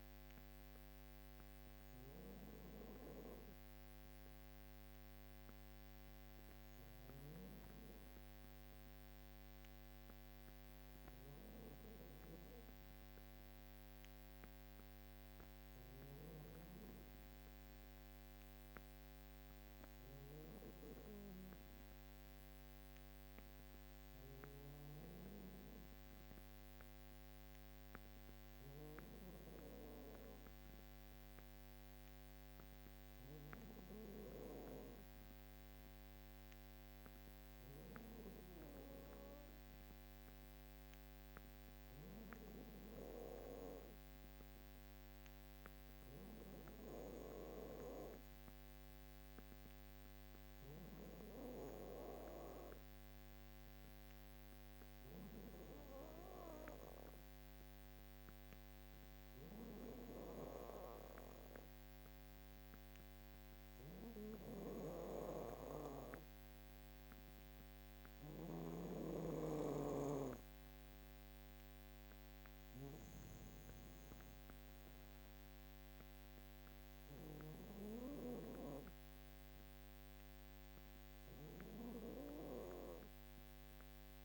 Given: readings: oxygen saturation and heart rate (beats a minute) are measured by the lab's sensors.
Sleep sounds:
breathing in sleep by a microphone on the trachea; 1
0.00-11.00 s: oxygen desaturation (device-marked, oxygen 91% lowest, heart rate 51 extreme)
15.50-20.00 s: snoring (device-marked)
45.50-63.50 s: obstructive apnea (oxygen 96% before, 91% lowest, heart rate 54 before, 54 extreme, up 1 after)
64.50-77.00 s: snoring (device-marked)
66.00-69.50 s: arousal
From the record:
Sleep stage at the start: N2 (light sleep); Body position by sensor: on the back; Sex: female

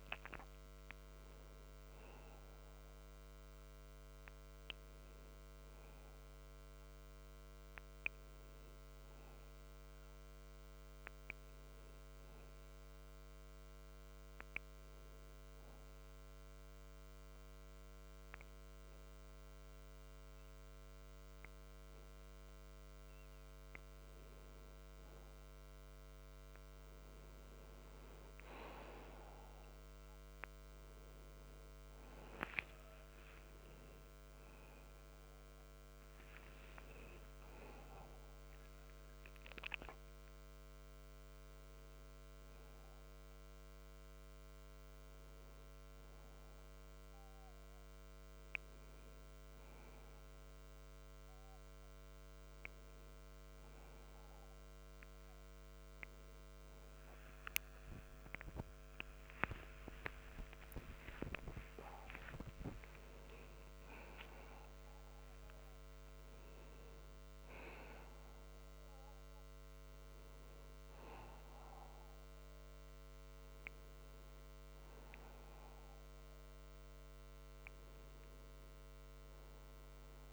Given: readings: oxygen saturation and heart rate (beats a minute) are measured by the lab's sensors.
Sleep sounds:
breathing in sleep by a microphone on the trachea; 1
15.50-26.50 s: hypopnea (oxygen 97% before, 92% lowest)
32.50-39.00 s: arousal
37.00-56.00 s: oxygen desaturation (device-marked, oxygen 95% before, 92% lowest)
49.00-80.33 s: new sleep stage, N1 (lightest sleep)
57.00-63.50 s: arousal
From the record:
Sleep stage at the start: N2 (light sleep); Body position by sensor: on the back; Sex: male

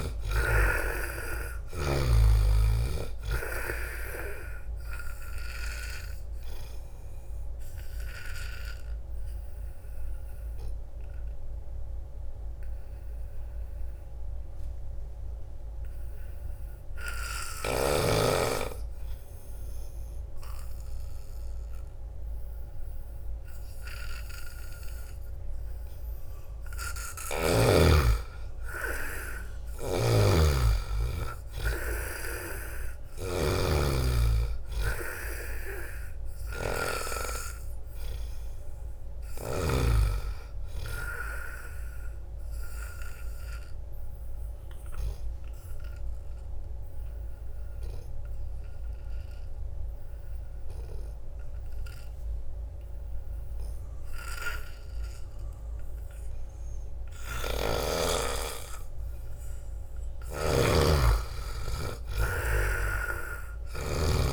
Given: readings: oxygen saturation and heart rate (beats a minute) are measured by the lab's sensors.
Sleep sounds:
breathing in sleep by a room microphone; 2
0.00-1.00 s: arousal
0.00-2.00 s: snoring (device-marked)
0.00-17.50 s: oxygen desaturation (device-marked, oxygen 83% lowest)
6.50-25.50 s: obstructive apnea (oxygen 95% before, 83% lowest)
22.00-24.00 s: long interval between heartbeats (device-marked)
22.50-45.50 s: oxygen desaturation (device-marked, oxygen 97% before, 84% lowest)
27.50-31.00 s: arousal
29.50-37.00 s: snoring (device-marked)
30.50-32.50 s: long interval between heartbeats (device-marked)
41.50-58.50 s: obstructive apnea (oxygen 97% before, 80% lowest)
58.50-60.50 s: long interval between heartbeats (device-marked)
60.00-63.50 s: arousal
60.00-64.00 s: snoring (device-marked)
62.50-64.32 s: oxygen desaturation (device-marked, oxygen 97% before, 87% lowest)
From the record:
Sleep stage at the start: N2 (light sleep); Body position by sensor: on the back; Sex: male

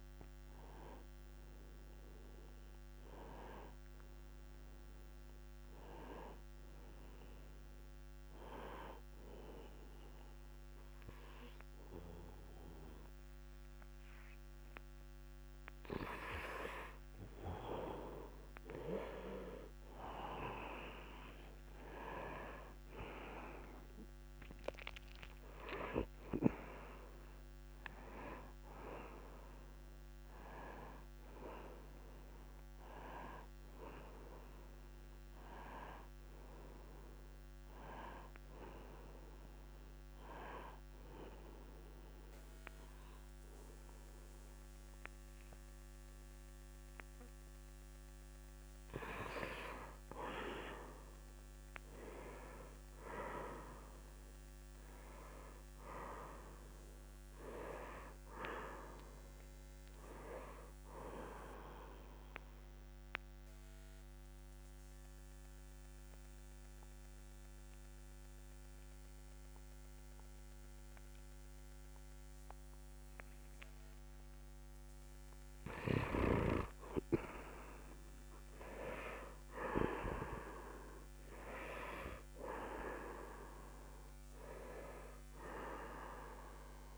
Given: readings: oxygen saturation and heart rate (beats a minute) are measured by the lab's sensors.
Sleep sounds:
a person partly awake in a sleep study, by a microphone on the trachea; 2
16.50-41.50 s: oxygen desaturation (device-marked, oxygen 98% before, 93% lowest, heart rate 71 before, 68 extreme)
23.50-53.50 s: new sleep stage, N1 (lightest sleep)
36.00-49.50 s: hypopnea (oxygen 99% before, 90% lowest, heart rate 71 before, 68 extreme)
51.00-55.00 s: arousal
53.50-86.98 s: new sleep stage, N2 (light sleep)
57.50-68.50 s: oxygen desaturation (device-marked, oxygen 98% before, 93% lowest, heart rate 71 before, 65 extreme)
63.50-78.00 s: obstructive apnea (oxygen 98% before, 90% lowest, heart rate 70 before, 65 extreme, up 2 after)
79.50-83.00 s: arousal
81.50-86.98 s: oxygen desaturation (device-marked, oxygen 97% before, 90% lowest, heart rate 69 before, 64 extreme)
From the record:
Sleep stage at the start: awake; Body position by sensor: on the right side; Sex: male

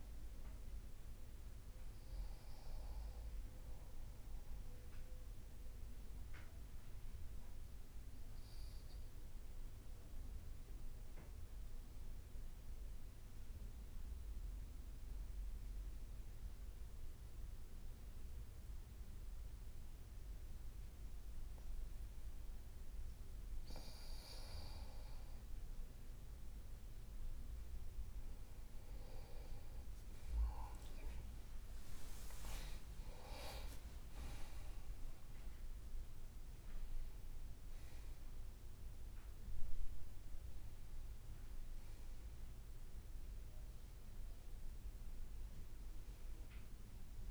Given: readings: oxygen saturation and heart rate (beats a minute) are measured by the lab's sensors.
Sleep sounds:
breathing in sleep by a room microphone; 1
0.00-16.50 s: oxygen desaturation (device-marked, oxygen 92% lowest, heart rate 51 extreme)
5.00-22.00 s: obstructive apnea (oxygen 96% before, 92% lowest, heart rate 53 before, 51 extreme, up 1 after)
6.00-7.00 s: leg movement (device-marked)
23.50-47.31 s: new sleep stage, N1 (lightest sleep)
26.50-31.50 s: arousal
30.00-36.00 s: leg movement (device-marked)
From the record:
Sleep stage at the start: N2 (light sleep); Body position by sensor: on the back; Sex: male

